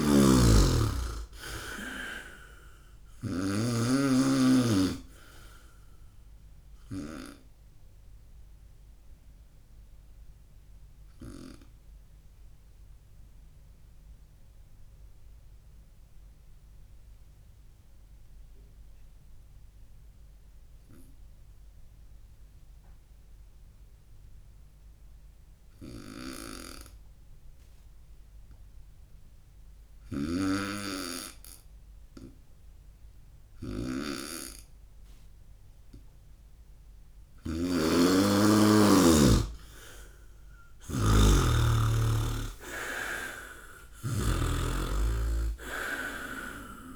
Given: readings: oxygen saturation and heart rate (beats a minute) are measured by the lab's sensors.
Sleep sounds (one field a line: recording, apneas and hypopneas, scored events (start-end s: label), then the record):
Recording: breathing in sleep by a room microphone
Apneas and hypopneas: 1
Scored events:
0.00-3.50 s: snoring (device-marked)
6.50-36.00 s: obstructive apnea (oxygen 99% before, 91% lowest, heart rate 63 before, 60 extreme, up 4 after)
30.00-46.96 s: snoring (device-marked)
42.00-45.00 s: arousal
From the record:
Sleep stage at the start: N2 (light sleep)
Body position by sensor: on the right side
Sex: male